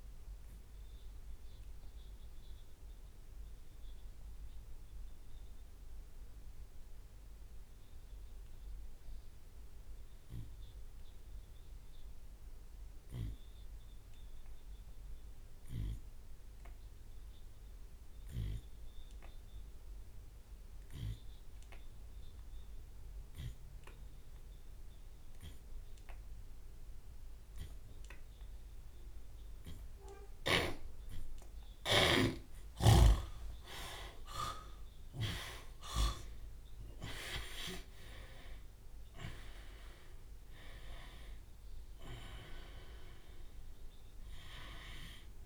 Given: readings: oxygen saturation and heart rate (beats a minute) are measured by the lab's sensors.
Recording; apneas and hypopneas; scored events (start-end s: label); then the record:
breathing in sleep by a room microphone; 1
1.00-32.50 s: obstructive apnea (oxygen 99% before, 74% lowest)
5.50-7.50 s: long interval between heartbeats (device-marked, heart rate 114 before, 55 extreme)
11.50-25.50 s: oxygen desaturation (device-marked, oxygen 97% before, 83% lowest, heart rate 95 before, 26 extreme)
14.00-16.00 s: long interval between heartbeats (device-marked, heart rate 87 before, 65 extreme)
14.50-24.50 s: tachycardia (device-marked, heart rate 70 before, 128 extreme)
16.50-18.50 s: long interval between heartbeats (device-marked, heart rate 74 before, 94 extreme)
18.50-20.50 s: long interval between heartbeats (device-marked, heart rate 69 before, 115 extreme)
21.00-23.00 s: long interval between heartbeats (device-marked, heart rate 69 before, 122 extreme)
24.50-26.50 s: long interval between heartbeats (device-marked, heart rate 78 before, 102 extreme)
28.00-30.00 s: long interval between heartbeats (device-marked, heart rate 86 before, 91 extreme)
28.50-36.50 s: tachycardia (device-marked, heart rate 72 before, 159 extreme)
30.50-45.46 s: drop in pulse transit time (device-marked)
31.50-33.50 s: long interval between heartbeats (device-marked, heart rate 96 before, 120 extreme)
33.50-35.50 s: long interval between heartbeats (device-marked, heart rate 104 before, 156 extreme)
34.00-39.00 s: arousal
36.00-38.00 s: long interval between heartbeats (device-marked, heart rate 113 before, 157 extreme)
38.00-40.00 s: long interval between heartbeats (device-marked, heart rate 120 before, 136 extreme)
41.00-43.00 s: long interval between heartbeats (device-marked, heart rate 121 before, 85 extreme)
From the record:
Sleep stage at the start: N2 (light sleep); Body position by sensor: on the left side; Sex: male